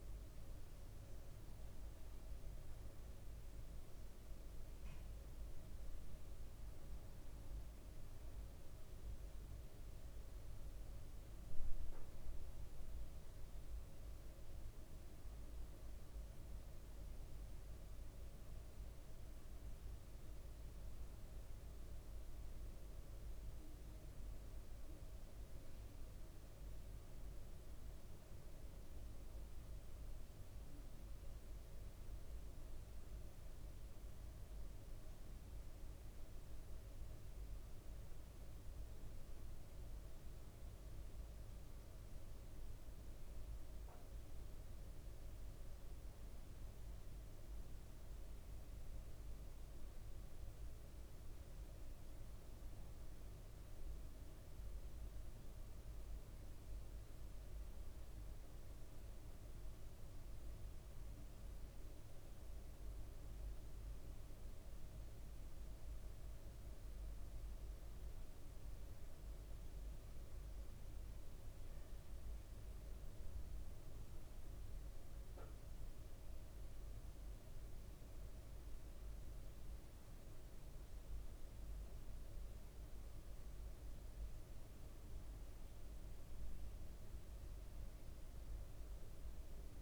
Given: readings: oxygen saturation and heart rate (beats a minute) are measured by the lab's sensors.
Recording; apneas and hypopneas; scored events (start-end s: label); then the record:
breathing in sleep, hard to hear, by a room microphone; none
none scored
From the record:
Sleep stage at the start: N1 (lightest sleep); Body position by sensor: on the right side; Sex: male